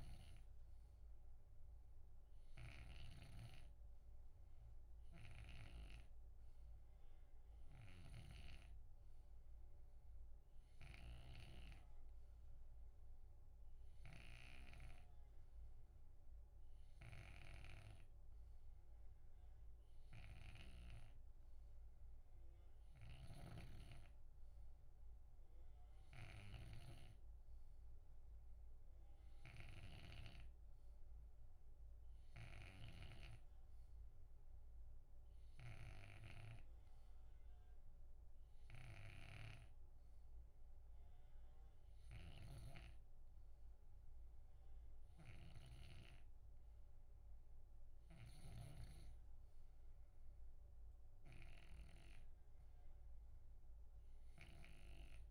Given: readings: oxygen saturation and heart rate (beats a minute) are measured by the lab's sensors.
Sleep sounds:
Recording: breathing in sleep by a room microphone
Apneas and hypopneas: none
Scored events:
0.00-3.00 s: snoring (device-marked)
7.50-55.00 s: snoring (device-marked)
From the record:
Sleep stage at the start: N2 (light sleep)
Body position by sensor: on the left side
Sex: male

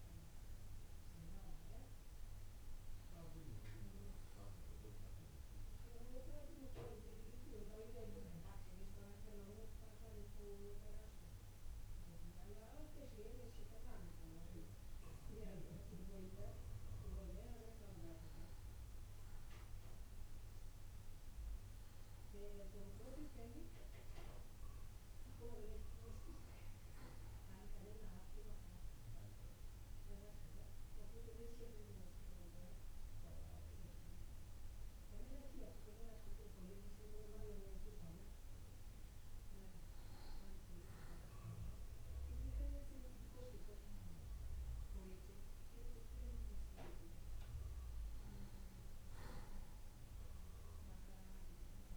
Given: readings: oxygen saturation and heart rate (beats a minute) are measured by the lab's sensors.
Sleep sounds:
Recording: breathing in sleep by a room microphone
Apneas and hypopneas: none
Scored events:
none scored
From the record:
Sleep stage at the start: N2 (light sleep)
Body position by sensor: on the back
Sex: male

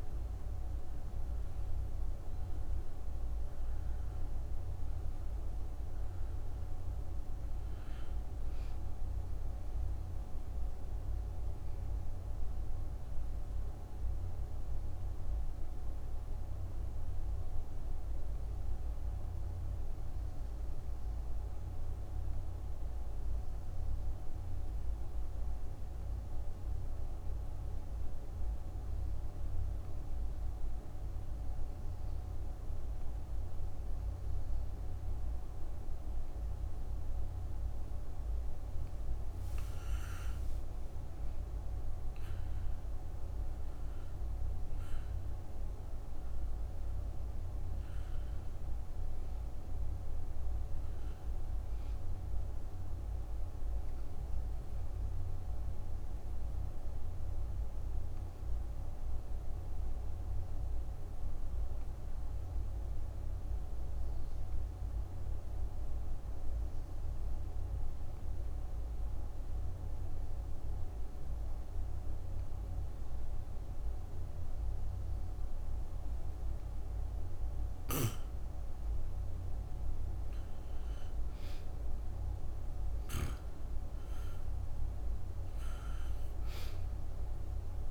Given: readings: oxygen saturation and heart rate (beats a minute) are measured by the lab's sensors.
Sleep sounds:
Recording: breathing in sleep, hard to hear, by a room microphone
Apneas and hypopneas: 2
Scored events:
0.00-1.00 s: arousal
1.00-28.00 s: oxygen desaturation (device-marked, oxygen 96% before, 86% lowest, heart rate 65 before, 56 extreme)
12.00-38.50 s: obstructive apnea (oxygen 97% before, 82% lowest, heart rate 67 before, 54 extreme, up 6 after)
40.00-44.00 s: arousal
40.00-71.00 s: oxygen desaturation (device-marked, oxygen 98% before, 82% lowest, heart rate 63 before, 54 extreme)
53.00-77.00 s: obstructive apnea (oxygen 98% before, 82% lowest, heart rate 66 before, 54 extreme, up 14 after)
77.50-81.00 s: arousal
81.00-87.91 s: oxygen desaturation (device-marked, oxygen 98% before, 90% lowest, heart rate 61 before, 58 extreme)
From the record:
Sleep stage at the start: N2 (light sleep)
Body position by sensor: on the back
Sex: female

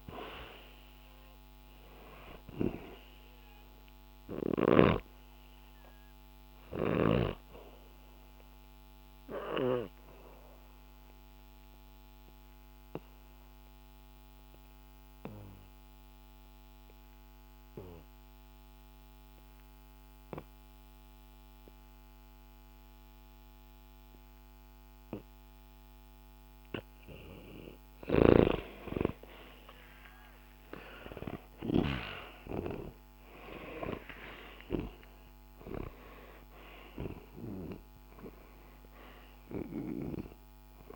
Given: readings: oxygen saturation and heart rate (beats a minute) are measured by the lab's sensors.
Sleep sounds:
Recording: breathing in sleep by a microphone on the trachea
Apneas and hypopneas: 1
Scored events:
0.00-18.50 s: oxygen desaturation (device-marked, oxygen 88% lowest, heart rate 63 extreme)
7.00-25.00 s: obstructive apnea (oxygen 98% before, 88% lowest, heart rate 65 before, 63 extreme, up 0 after)
29.00-33.50 s: arousal
35.50-40.96 s: oxygen desaturation (device-marked, oxygen 97% before, 91% lowest, heart rate 66 before, 64 extreme)
From the record:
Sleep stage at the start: N2 (light sleep)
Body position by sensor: on the back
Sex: male

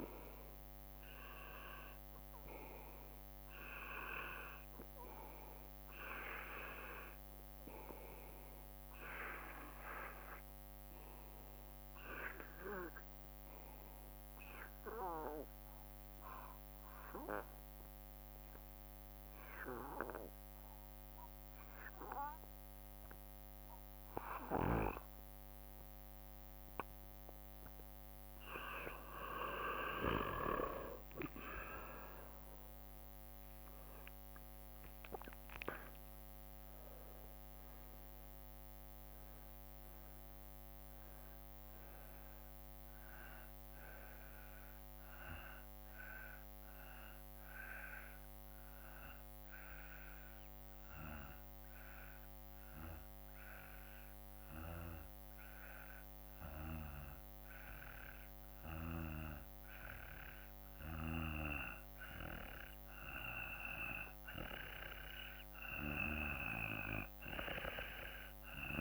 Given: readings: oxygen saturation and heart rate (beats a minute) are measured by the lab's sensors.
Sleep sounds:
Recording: breathing in sleep by a microphone on the trachea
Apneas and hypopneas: 2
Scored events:
14.00-27.50 s: obstructive apnea (oxygen 95% before, 90% lowest, heart rate 54 before, 52 extreme, up 5 after)
30.50-34.50 s: arousal
40.50-55.50 s: oxygen desaturation (device-marked, oxygen 94% before, 90% lowest, heart rate 55 before, 52 extreme)
46.50-61.50 s: hypopnea (oxygen 94% before, 90% lowest, heart rate 56 before, 52 extreme, up 3 after)
63.50-67.00 s: arousal
66.50-68.81 s: oxygen desaturation (device-marked, oxygen 96% before, 91% lowest, heart rate 53 before, 54 extreme)
From the record:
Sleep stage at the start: N2 (light sleep)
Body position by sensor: on the back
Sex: male

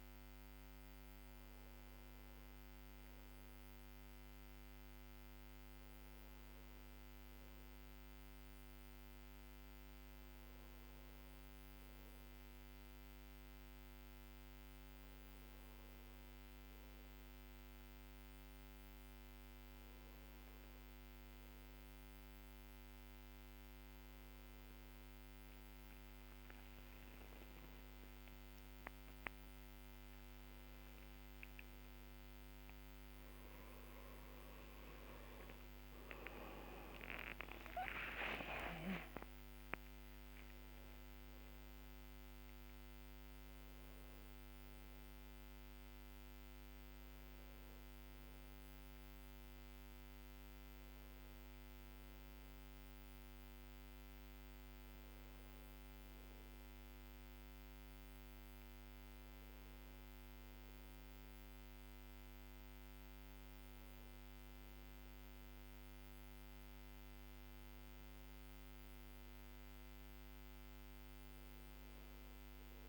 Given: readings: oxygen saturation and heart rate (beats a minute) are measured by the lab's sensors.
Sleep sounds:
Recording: a person awake in a sleep study, hard to hear, by a microphone on the trachea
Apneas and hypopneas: none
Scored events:
none scored
From the record:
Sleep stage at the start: awake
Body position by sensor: on the back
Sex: male

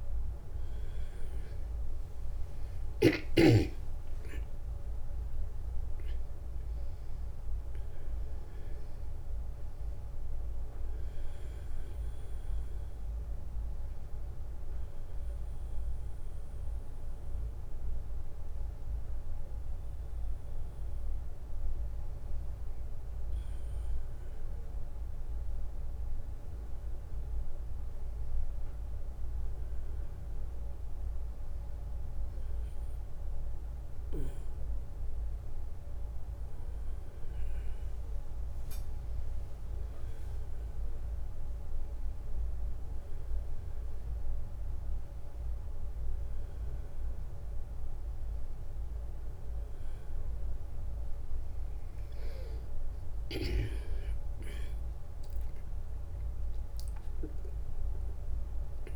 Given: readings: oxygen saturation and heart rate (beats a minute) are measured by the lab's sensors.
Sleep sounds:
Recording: a person awake in a sleep study, hard to hear, by a room microphone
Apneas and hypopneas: none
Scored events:
none scored
From the record:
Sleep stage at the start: awake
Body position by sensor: on the back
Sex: male

